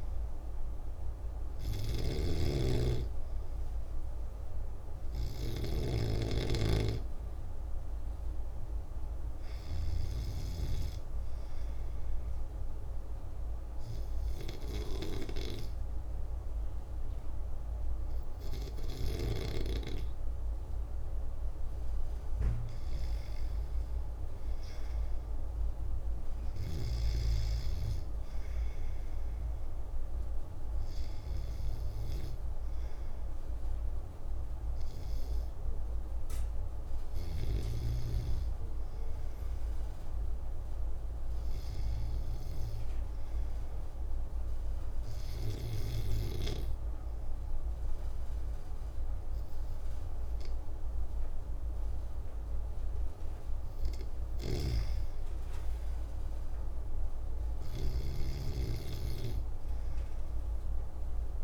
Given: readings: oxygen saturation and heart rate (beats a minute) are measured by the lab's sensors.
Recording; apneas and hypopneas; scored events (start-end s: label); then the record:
breathing in sleep by a room microphone; 2
0.00-5.50 s: snoring (device-marked)
11.00-22.00 s: obstructive apnea (oxygen 95% before, 91% lowest, heart rate 94 before, 68 extreme)
24.50-30.50 s: arousal
43.50-54.50 s: obstructive apnea (oxygen 94% before, 93% lowest, heart rate 135 before, 85 extreme)
57.00-61.44 s: arousal
57.50-61.44 s: snoring (device-marked)
From the record:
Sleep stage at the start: N2 (light sleep); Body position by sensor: on the back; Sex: male